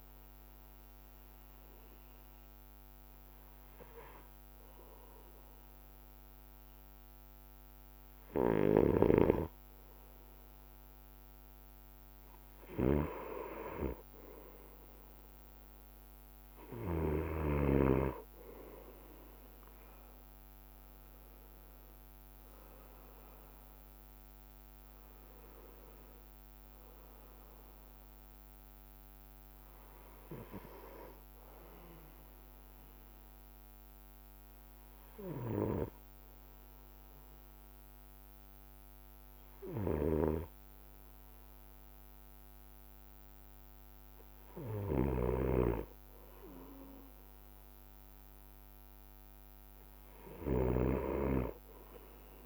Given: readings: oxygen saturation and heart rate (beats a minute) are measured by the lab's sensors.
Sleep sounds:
breathing in sleep by a microphone on the trachea; 1
22.00-31.00 s: oxygen desaturation (device-marked, oxygen 95% before, 92% lowest)
26.50-41.00 s: hypopnea (oxygen 96% before, 91% lowest)
40.00-51.00 s: snoring (device-marked)
43.50-47.50 s: arousal
From the record:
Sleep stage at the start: N2 (light sleep); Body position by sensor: on the right side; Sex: male

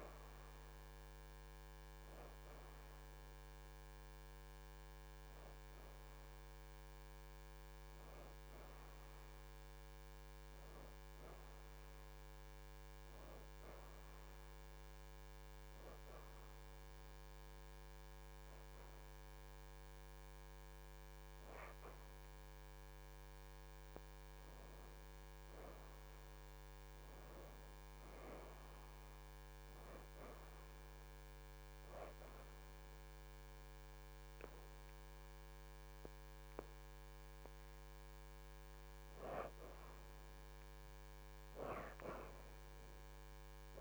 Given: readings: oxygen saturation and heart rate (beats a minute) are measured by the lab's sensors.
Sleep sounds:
breathing in sleep by a microphone on the trachea; 1
0.00-15.50 s: oxygen desaturation (device-marked, oxygen 66% lowest, heart rate 77 extreme)
15.50-26.00 s: hypopnea (oxygen 79% before, 64% lowest, heart rate 81 before, 78 extreme, up 4 after)
27.00-31.00 s: arousal
33.50-43.81 s: oxygen desaturation (device-marked, oxygen 82% before, 71% lowest, heart rate 79 before, 78 extreme)
From the record:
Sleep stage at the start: N2 (light sleep); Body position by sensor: on the back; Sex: female

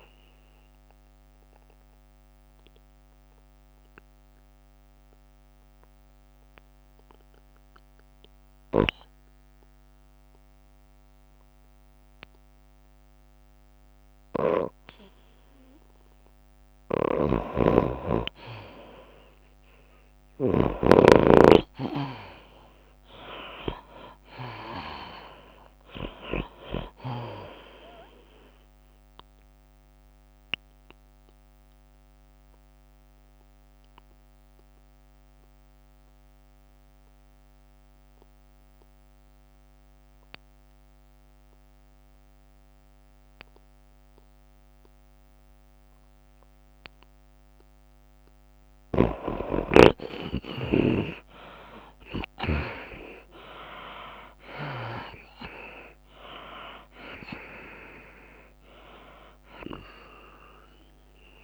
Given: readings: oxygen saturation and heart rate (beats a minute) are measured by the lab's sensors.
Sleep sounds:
breathing in sleep by a microphone on the trachea; 2
0.00-7.00 s: drop in pulse transit time (device-marked, heart rate 97 extreme)
0.00-15.00 s: oxygen desaturation (device-marked, oxygen 75% lowest, heart rate 94 extreme)
2.00-16.50 s: obstructive apnea (oxygen 97% before, 75% lowest, heart rate 104 before, 91 extreme, up 23 after)
18.00-27.00 s: tachycardia (device-marked, heart rate 94 before, 119 extreme)
18.50-22.00 s: arousal
18.50-22.00 s: snoring (device-marked)
21.00-23.00 s: long interval between heartbeats (device-marked, heart rate 96 before, 104 extreme)
25.00-38.00 s: drop in pulse transit time (device-marked, heart rate 99 before, 100 extreme)
26.00-44.00 s: oxygen desaturation (device-marked, oxygen 97% before, 83% lowest, heart rate 100 before, 88 extreme)
28.00-35.00 s: tachycardia (device-marked, heart rate 94 before, 110 extreme)
30.50-48.50 s: obstructive apnea (oxygen 97% before, 81% lowest, heart rate 102 before, 88 extreme, up 28 after)
50.00-53.50 s: arousal
50.00-61.44 s: tachycardia (device-marked, heart rate 95 before, 126 extreme)
51.00-61.44 s: oxygen desaturation (device-marked, oxygen 95% before, 81% lowest, heart rate 97 before, 90 extreme)
53.50-55.50 s: long interval between heartbeats (device-marked, heart rate 95 before, 101 extreme)
55.00-61.44 s: drop in pulse transit time (device-marked, heart rate 94 before, 97 extreme)
56.50-58.50 s: long interval between heartbeats (device-marked, heart rate 94 before, 117 extreme)
59.00-61.00 s: long interval between heartbeats (device-marked, heart rate 96 before, 118 extreme)
From the record:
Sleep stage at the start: N2 (light sleep); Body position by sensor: on the back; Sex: female

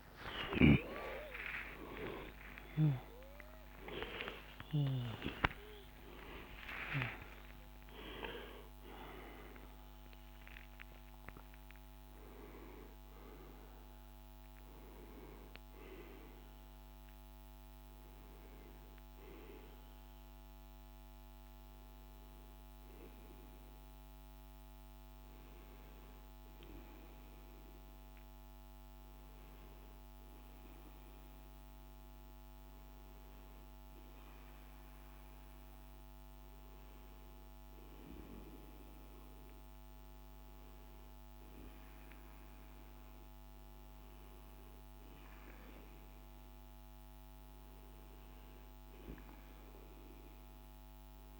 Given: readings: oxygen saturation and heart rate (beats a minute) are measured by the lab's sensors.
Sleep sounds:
a person partly awake in a sleep study, by a microphone on the trachea; none
18.00-51.39 s: new sleep stage, REM sleep
43.00-51.39 s: oxygen desaturation (device-marked, oxygen 99% before, 96% lowest, heart rate 58 before, 52 extreme)
From the record:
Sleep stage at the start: awake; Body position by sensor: on the back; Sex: male

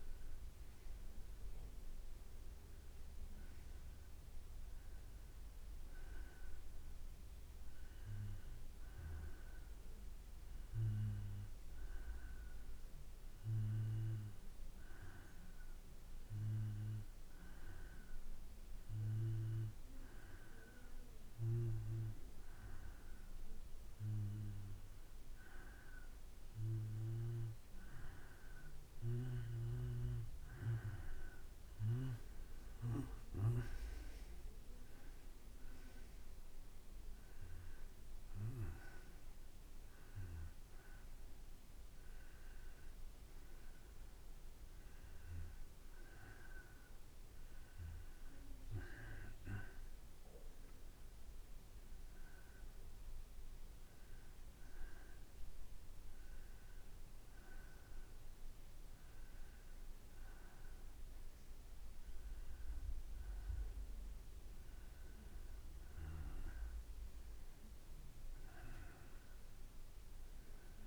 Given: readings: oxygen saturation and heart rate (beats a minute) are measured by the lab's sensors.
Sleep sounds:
breathing in sleep by a room microphone; 1
5.50-11.00 s: arousal
16.50-28.50 s: hypopnea (oxygen 93% before, 92% lowest, heart rate 58 before, 57 extreme, up 1 after)
32.00-37.50 s: arousal
33.00-45.00 s: drop in pulse transit time (device-marked, heart rate 59 before, 58 extreme)
From the record:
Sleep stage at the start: N2 (light sleep); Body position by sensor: on the back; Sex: male

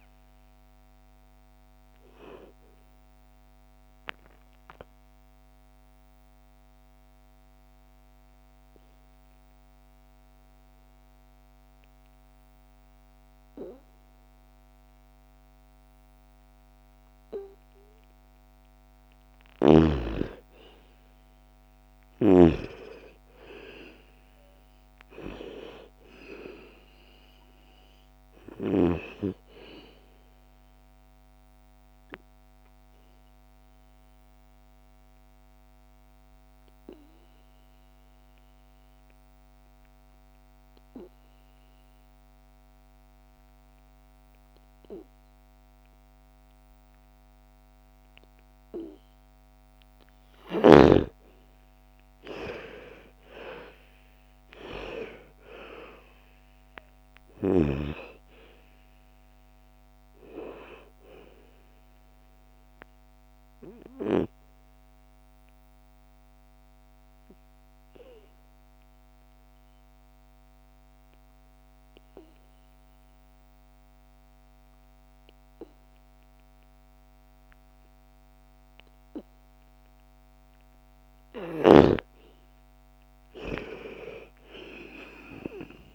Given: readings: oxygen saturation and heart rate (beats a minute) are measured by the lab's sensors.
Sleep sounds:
breathing in sleep by a microphone on the trachea; 3
0.00-14.00 s: oxygen desaturation (device-marked, oxygen 78% lowest, heart rate 54 extreme)
4.00-19.00 s: obstructive apnea (oxygen 99% before, 78% lowest, heart rate 64 before, 54 extreme, up 13 after)
21.00-25.50 s: arousal
22.00-39.00 s: oxygen desaturation (device-marked, oxygen 99% before, 88% lowest, heart rate 61 before, 54 extreme)
30.50-49.50 s: obstructive apnea (oxygen 99% before, 85% lowest, heart rate 60 before, 54 extreme, up 17 after)
51.50-55.50 s: arousal
52.00-71.00 s: oxygen desaturation (device-marked, oxygen 98% before, 85% lowest, heart rate 57 before, 57 extreme)
64.00-81.00 s: obstructive apnea (oxygen 98% before, 83% lowest, heart rate 63 before, 54 extreme, up 10 after)
81.00-85.95 s: snoring (device-marked)
82.50-85.95 s: arousal
84.00-85.95 s: oxygen desaturation (device-marked, oxygen 98% before, 85% lowest, heart rate 58 before, 54 extreme)
From the record:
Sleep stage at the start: N2 (light sleep); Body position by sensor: on the back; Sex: female

